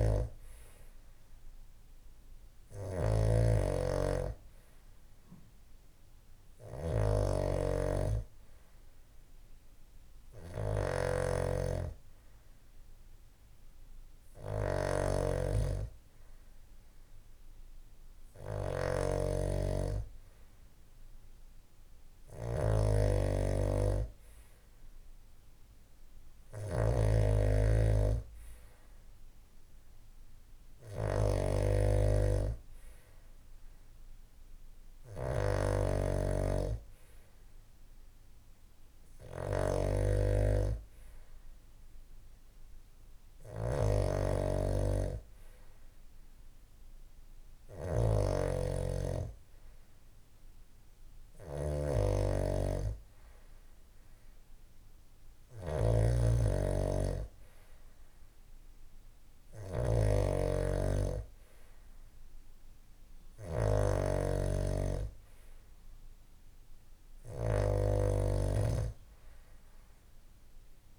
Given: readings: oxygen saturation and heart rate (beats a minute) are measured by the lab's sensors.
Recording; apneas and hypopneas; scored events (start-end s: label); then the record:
breathing in sleep by a room microphone; none
0.00-70.99 s: snoring (device-marked)
From the record:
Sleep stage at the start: N2 (light sleep); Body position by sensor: on the back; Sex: male